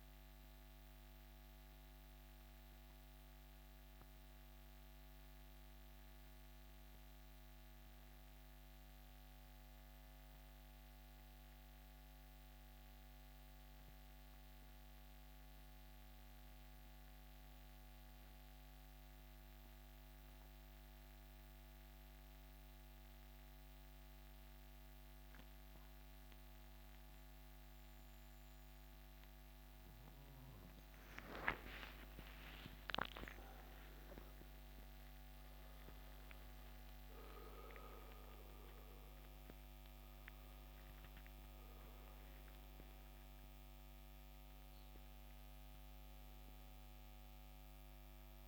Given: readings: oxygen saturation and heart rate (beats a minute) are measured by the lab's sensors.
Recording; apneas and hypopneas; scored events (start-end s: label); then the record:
breathing in sleep by a microphone on the trachea; 1
0.00-17.00 s: oxygen desaturation (device-marked, oxygen 87% lowest, heart rate 61 extreme)
5.50-9.00 s: arousal
13.00-28.50 s: central apnea (oxygen 91% before, 87% lowest, heart rate 73 before, 61 extreme, up 17 after)
31.00-35.50 s: arousal
45.00-48.48 s: oxygen desaturation (device-marked, oxygen 93% before, 87% lowest, heart rate 73 before, 68 extreme)
From the record:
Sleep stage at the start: N2 (light sleep); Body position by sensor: on the back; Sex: male